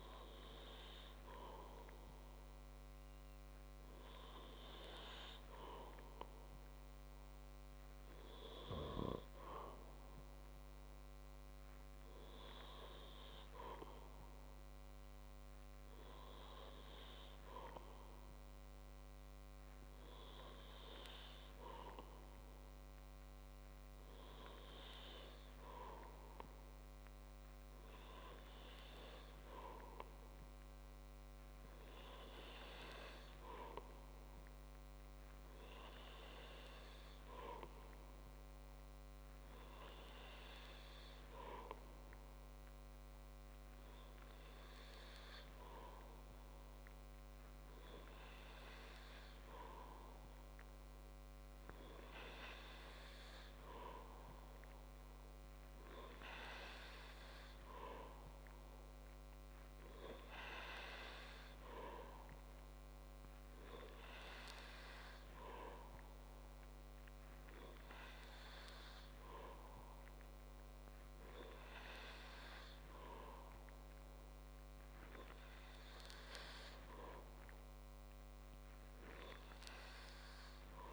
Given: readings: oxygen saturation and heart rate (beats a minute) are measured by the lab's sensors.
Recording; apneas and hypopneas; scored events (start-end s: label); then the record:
breathing in sleep by a microphone on the trachea; none
62.00-80.93 s: new sleep stage, N3 (deep sleep)
From the record:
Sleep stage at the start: N2 (light sleep); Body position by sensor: on the back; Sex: male